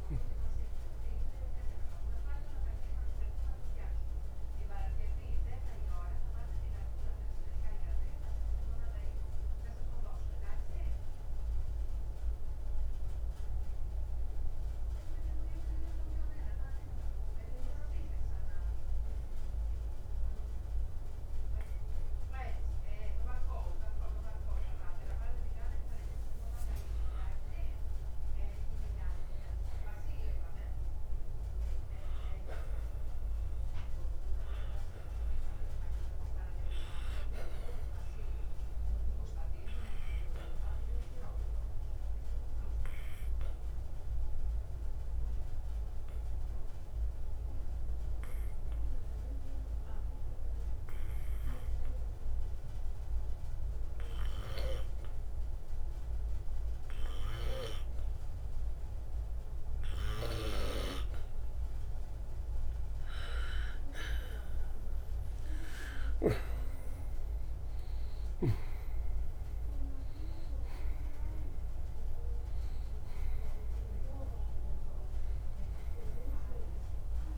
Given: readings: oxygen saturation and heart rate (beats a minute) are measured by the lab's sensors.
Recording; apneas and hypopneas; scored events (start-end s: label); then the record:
breathing in sleep by a room microphone; 2
0.00-23.00 s: oxygen desaturation (device-marked, oxygen 96% before, 88% lowest, heart rate 66 before, 57 extreme)
11.50-24.00 s: obstructive apnea (oxygen 97% before, 88% lowest, heart rate 66 before, 57 extreme, up 7 after)
25.50-30.00 s: arousal
36.00-57.00 s: oxygen desaturation (device-marked, oxygen 98% before, 92% lowest, heart rate 60 before, 57 extreme)
38.50-61.50 s: obstructive apnea (oxygen 98% before, 87% lowest, heart rate 61 before, 57 extreme, up 4 after)
66.50-72.50 s: arousal
69.00-77.38 s: oxygen desaturation (device-marked, oxygen 96% before, 87% lowest, heart rate 60 before, 56 extreme)
From the record:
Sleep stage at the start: N2 (light sleep); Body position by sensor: on the right side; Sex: male